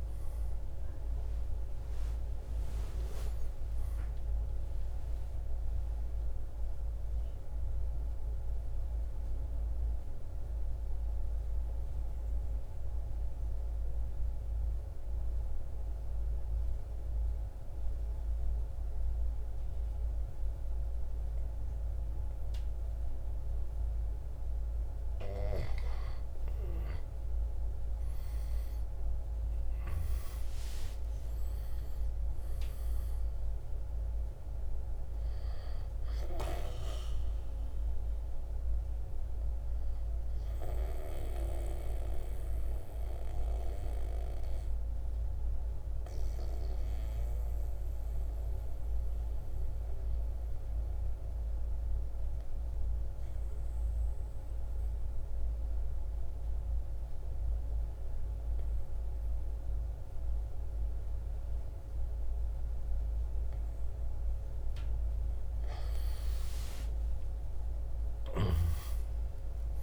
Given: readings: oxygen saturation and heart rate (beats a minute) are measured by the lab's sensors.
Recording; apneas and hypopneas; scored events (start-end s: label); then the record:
breathing in sleep by a room microphone; 2
0.00-7.00 s: drop in pulse transit time (device-marked, heart rate 60 extreme)
0.00-20.00 s: oxygen desaturation (device-marked, oxygen 90% lowest, heart rate 51 extreme)
5.00-25.50 s: obstructive apnea (oxygen 97% before, 88% lowest, heart rate 60 before, 51 extreme, up 17 after)
27.50-32.50 s: arousal
29.00-55.00 s: oxygen desaturation (device-marked, oxygen 98% before, 88% lowest, heart rate 54 before, 52 extreme)
40.50-64.00 s: obstructive apnea (oxygen 98% before, 85% lowest, heart rate 60 before, 52 extreme, up 8 after)
65.50-69.83 s: arousal
68.00-69.83 s: oxygen desaturation (device-marked, oxygen 98% before, 85% lowest, heart rate 54 before, 50 extreme)
From the record:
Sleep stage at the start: N2 (light sleep); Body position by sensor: on the right side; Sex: male